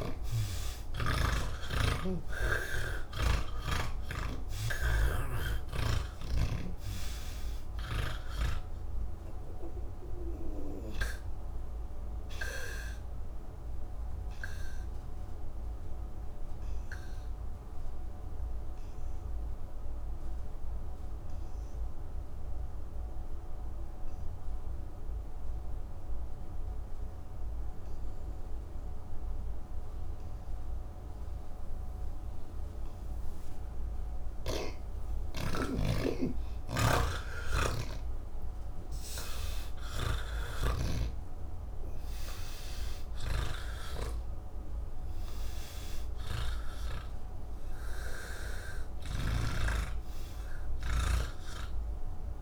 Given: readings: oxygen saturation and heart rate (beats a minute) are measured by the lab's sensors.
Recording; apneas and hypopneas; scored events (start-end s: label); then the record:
breathing in sleep by a room microphone; 1
0.00-25.50 s: oxygen desaturation (device-marked, oxygen 81% lowest, heart rate 136 extreme)
6.00-11.00 s: snoring (device-marked)
11.00-36.50 s: obstructive apnea (oxygen 98% before, 81% lowest, heart rate 176 before, 136 extreme, up 30 after)
31.50-52.42 s: oxygen desaturation (device-marked, oxygen 98% before, 84% lowest, heart rate 194 before, 136 extreme)
36.50-41.00 s: snoring (device-marked)
43.00-49.50 s: snoring (device-marked)
From the record:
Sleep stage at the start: N1 (lightest sleep); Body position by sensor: on the back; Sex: male